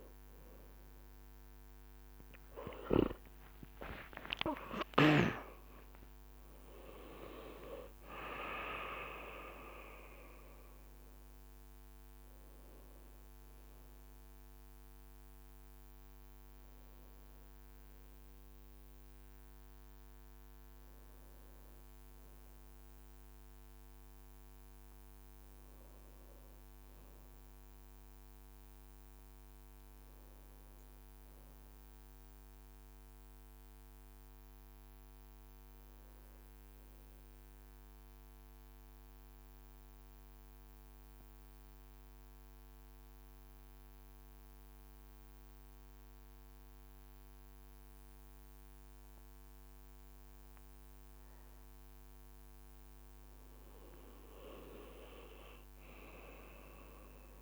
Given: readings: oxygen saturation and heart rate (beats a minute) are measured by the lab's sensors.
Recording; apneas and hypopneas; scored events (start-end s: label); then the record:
breathing in sleep by a microphone on the trachea; 1
1.50-8.50 s: leg movement (device-marked)
5.00-7.00 s: long interval between heartbeats (device-marked, heart rate 58 before, 81 extreme)
37.50-53.00 s: mixed apnea (oxygen 98% before, 94% lowest, heart rate 58 before, 53 extreme, up 3 after)
56.00-57.42 s: arousal
From the record:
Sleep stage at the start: N2 (light sleep); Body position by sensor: on the right side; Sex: male